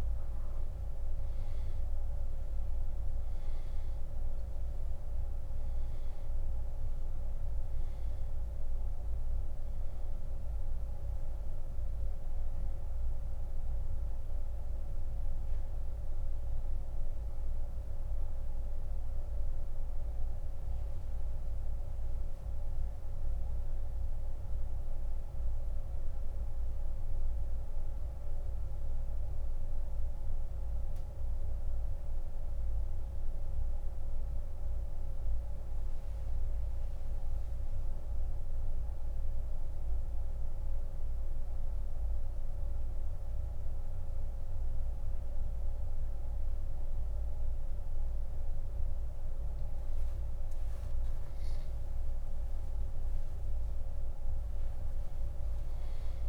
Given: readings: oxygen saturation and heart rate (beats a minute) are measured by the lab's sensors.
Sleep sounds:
breathing in sleep, hard to hear, by a room microphone; 1
1.00-12.00 s: oxygen desaturation (device-marked, oxygen 97% before, 93% lowest, heart rate 60 before, 40 extreme)
14.50-48.50 s: central apnea (oxygen 97% before, 87% lowest)
21.00-46.00 s: oxygen desaturation (device-marked, oxygen 94% before, 88% lowest)
50.00-54.50 s: arousal
From the record:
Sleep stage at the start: N2 (light sleep); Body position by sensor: on the back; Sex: male

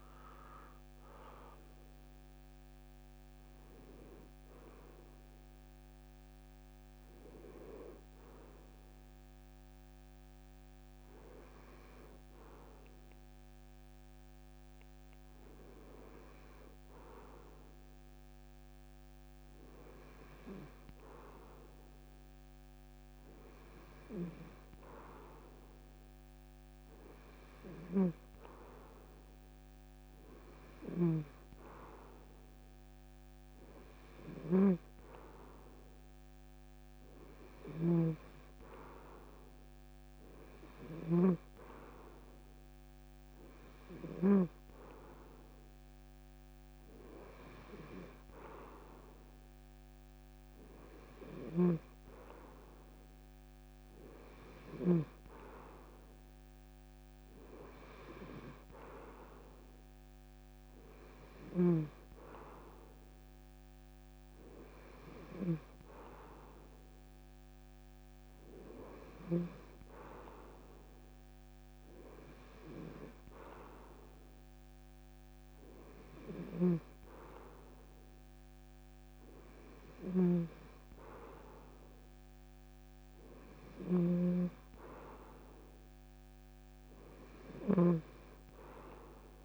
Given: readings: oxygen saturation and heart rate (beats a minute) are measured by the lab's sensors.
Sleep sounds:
breathing in sleep by a microphone on the trachea; none
30.50-34.50 s: snoring (device-marked)
40.50-44.00 s: snoring (device-marked)
51.00-54.50 s: snoring (device-marked)
76.00-89.45 s: snoring (device-marked)
From the record:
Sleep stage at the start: N2 (light sleep); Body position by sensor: on the front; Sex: male

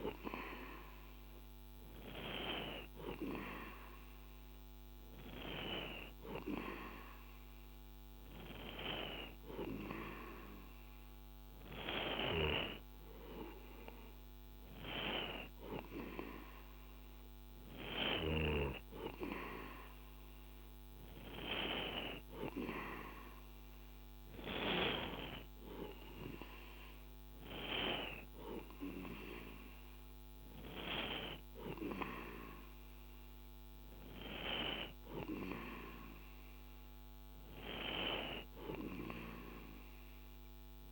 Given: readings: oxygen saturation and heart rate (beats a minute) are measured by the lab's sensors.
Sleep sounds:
breathing in sleep by a microphone on the trachea; none
none scored
From the record:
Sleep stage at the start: N2 (light sleep); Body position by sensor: on the right side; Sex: male

